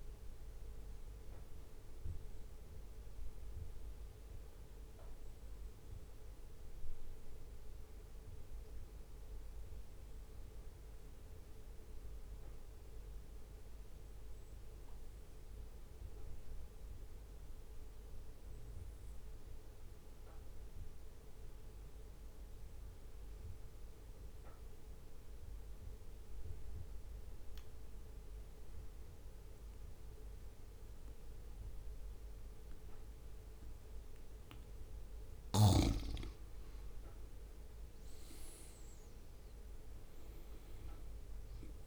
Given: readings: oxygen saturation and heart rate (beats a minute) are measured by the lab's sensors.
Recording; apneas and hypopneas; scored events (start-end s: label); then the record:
breathing in sleep, hard to hear, by a room microphone; 1
6.00-34.50 s: obstructive apnea (oxygen 92% before, 91% lowest, heart rate 68 before, 64 extreme, up 4 after)
21.00-23.00 s: leg movement (device-marked)
23.50-26.00 s: leg movement (device-marked)
26.50-28.50 s: leg movement (device-marked)
30.00-41.87 s: oxygen desaturation (device-marked, oxygen 98% before, 93% lowest, heart rate 65 before, 64 extreme)
31.50-33.50 s: leg movement (device-marked)
36.50-40.50 s: leg movement (device-marked)
37.00-41.50 s: arousal
From the record:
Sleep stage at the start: N2 (light sleep); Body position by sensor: on the right side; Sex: male